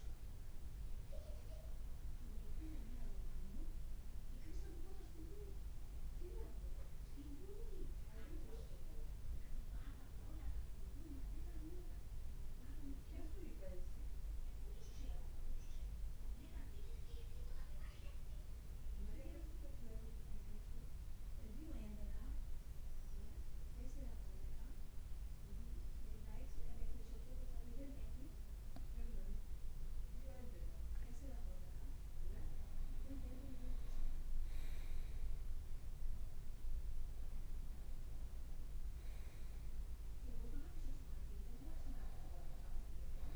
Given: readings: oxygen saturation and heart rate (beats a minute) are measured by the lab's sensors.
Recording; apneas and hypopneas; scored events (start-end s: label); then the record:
breathing in sleep by a room microphone; 1
0.00-9.00 s: oxygen desaturation (device-marked, oxygen 93% lowest, heart rate 54 extreme)
14.50-30.50 s: mixed apnea (oxygen 96% before, 92% lowest, heart rate 58 before, 54 extreme, up 1 after)
32.50-37.50 s: arousal
36.50-37.50 s: leg movement (device-marked)
40.50-43.36 s: leg movement (device-marked)
From the record:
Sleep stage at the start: N2 (light sleep); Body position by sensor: on the right side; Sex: male